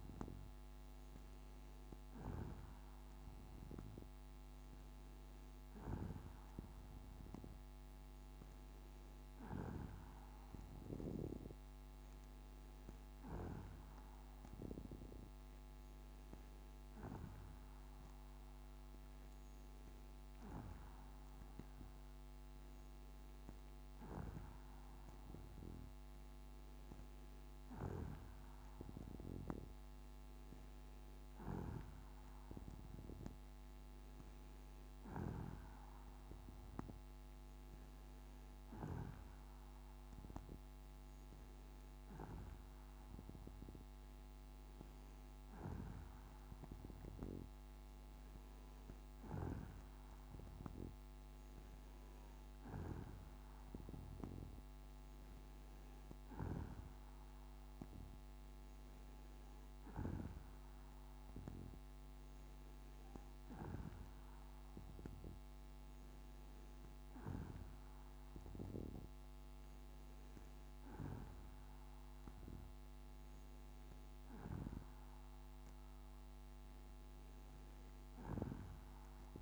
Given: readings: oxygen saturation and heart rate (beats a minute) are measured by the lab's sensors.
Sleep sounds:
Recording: breathing in sleep by a microphone on the trachea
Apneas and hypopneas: none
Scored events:
none scored
From the record:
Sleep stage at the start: N2 (light sleep)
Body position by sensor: on the back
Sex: female

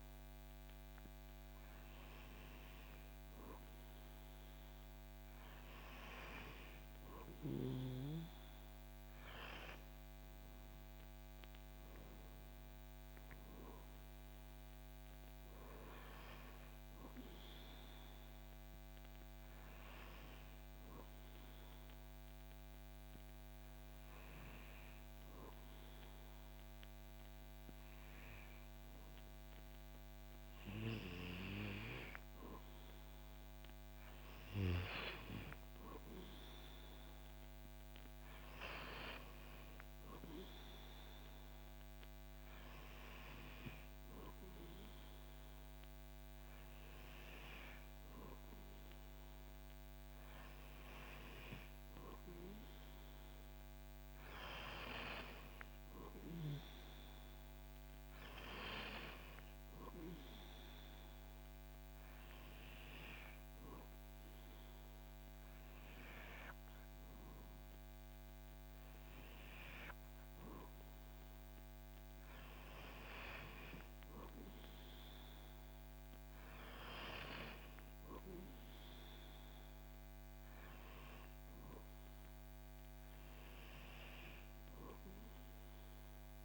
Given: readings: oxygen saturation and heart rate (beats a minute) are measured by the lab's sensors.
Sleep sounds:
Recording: breathing in sleep by a microphone on the trachea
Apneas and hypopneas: none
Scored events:
none scored
From the record:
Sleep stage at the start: N2 (light sleep)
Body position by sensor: on the back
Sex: male

